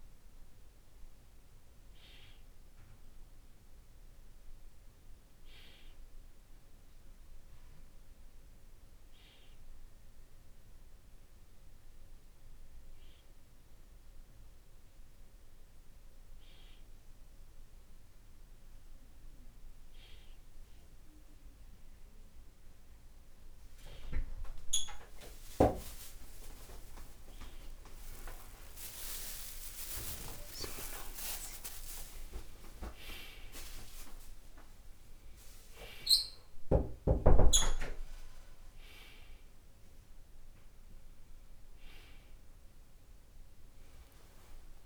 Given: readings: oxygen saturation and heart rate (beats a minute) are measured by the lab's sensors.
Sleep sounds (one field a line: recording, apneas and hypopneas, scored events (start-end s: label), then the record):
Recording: a person partly awake in a sleep study, by a room microphone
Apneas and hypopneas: none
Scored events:
33.50-44.86 s: new sleep stage, awake
From the record:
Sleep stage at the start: N2 (light sleep)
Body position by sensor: on the back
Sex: male